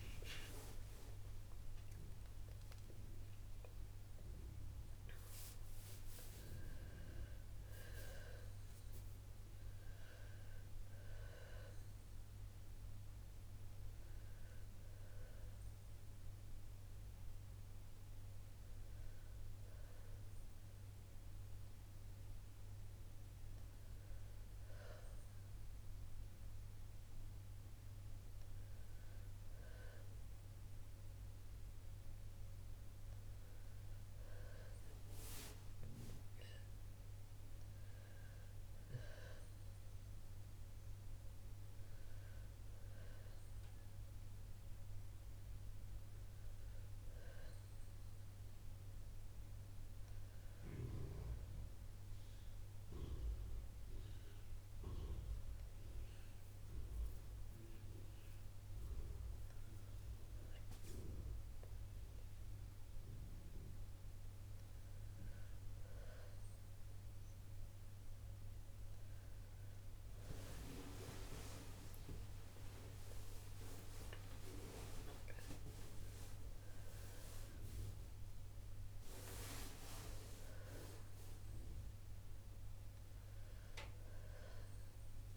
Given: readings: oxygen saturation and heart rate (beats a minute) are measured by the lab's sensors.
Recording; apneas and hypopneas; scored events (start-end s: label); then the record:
breathing in sleep by a room microphone; none
0.00-2.50 s: arousal
8.00-25.00 s: oxygen desaturation (device-marked, oxygen 98% before, 88% lowest, heart rate 68 before, 59 extreme)
70.00-84.00 s: oxygen desaturation (device-marked, oxygen 96% before, 93% lowest, heart rate 61 before, 61 extreme)
From the record:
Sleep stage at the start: N2 (light sleep); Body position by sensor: on the back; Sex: female